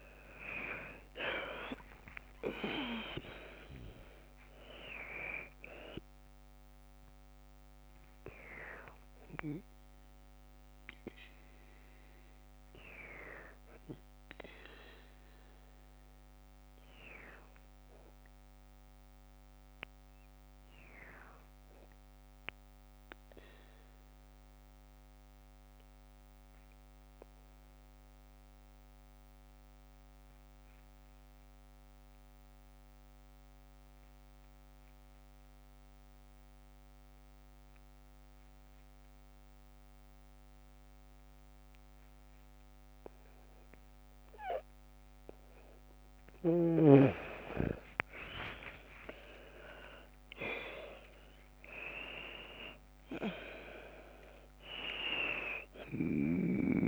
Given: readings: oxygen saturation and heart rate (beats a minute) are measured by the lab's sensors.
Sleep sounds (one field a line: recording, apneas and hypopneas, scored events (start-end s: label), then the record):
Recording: breathing in sleep by a microphone on the trachea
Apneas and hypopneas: 1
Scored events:
0.00-2.50 s: arousal
23.00-45.00 s: mixed apnea (oxygen 97% before, 90% lowest, heart rate 53 before, 47 extreme, up 11 after)
42.00-56.88 s: oxygen desaturation (device-marked, oxygen 100% before, 90% lowest, heart rate 48 before, 48 extreme)
46.50-49.50 s: arousal
From the record:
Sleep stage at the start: N2 (light sleep)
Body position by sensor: on the left side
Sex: female